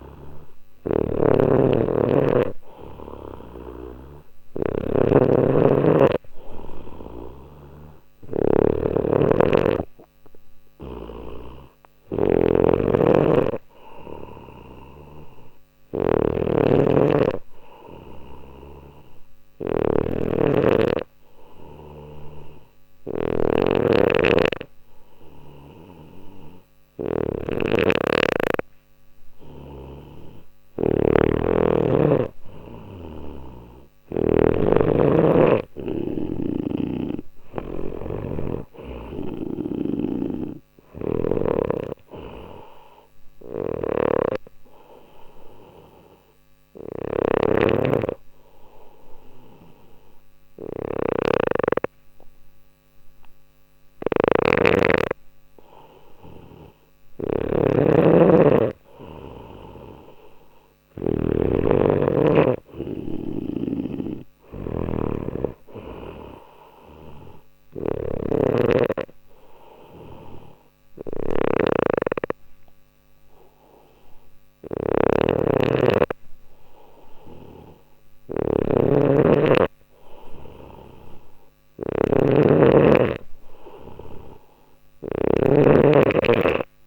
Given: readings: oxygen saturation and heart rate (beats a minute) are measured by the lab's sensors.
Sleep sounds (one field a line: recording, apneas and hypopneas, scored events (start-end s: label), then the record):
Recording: breathing in sleep by a microphone on the trachea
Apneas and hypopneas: 3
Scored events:
0.00-34.00 s: snoring (device-marked)
19.00-29.50 s: hypopnea (oxygen 96% before, 92% lowest, heart rate 63 before, 60 extreme, up 1 after)
32.00-35.50 s: arousal
36.00-61.00 s: snoring (device-marked)
44.50-56.00 s: hypopnea (oxygen 94% before, 92% lowest, heart rate 60 before, 59 extreme, up 0 after)
58.50-61.50 s: arousal
63.00-86.86 s: snoring (device-marked)
67.00-77.50 s: hypopnea (oxygen 94% before, 93% lowest, heart rate 60 before, 60 extreme, up 0 after)
79.50-82.00 s: arousal
From the record:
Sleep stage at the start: N2 (light sleep)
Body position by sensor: on the back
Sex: male